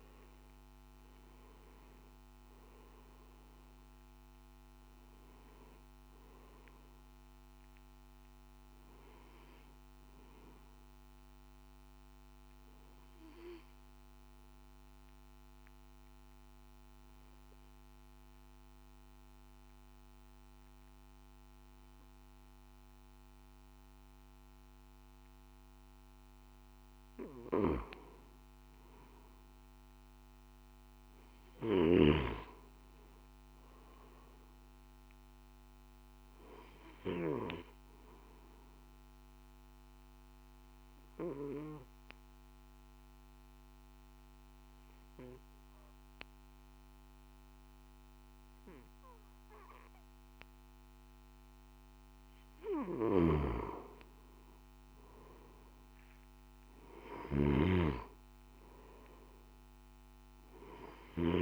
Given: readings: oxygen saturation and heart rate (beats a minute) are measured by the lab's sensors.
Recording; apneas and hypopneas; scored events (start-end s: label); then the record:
breathing in sleep by a microphone on the trachea; 2
0.00-25.00 s: oxygen desaturation (device-marked, oxygen 89% lowest, heart rate 50 extreme)
12.00-26.50 s: obstructive apnea (oxygen 98% before, 89% lowest, heart rate 57 before, 50 extreme, up 7 after)
14.00-61.42 s: new sleep stage, N2 (light sleep)
39.50-52.50 s: obstructive apnea (oxygen 98% before, 90% lowest, heart rate 54 before, 50 extreme, up 7 after)
53.00-57.50 s: snoring (device-marked)
From the record:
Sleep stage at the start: N1 (lightest sleep); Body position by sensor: on the back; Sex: male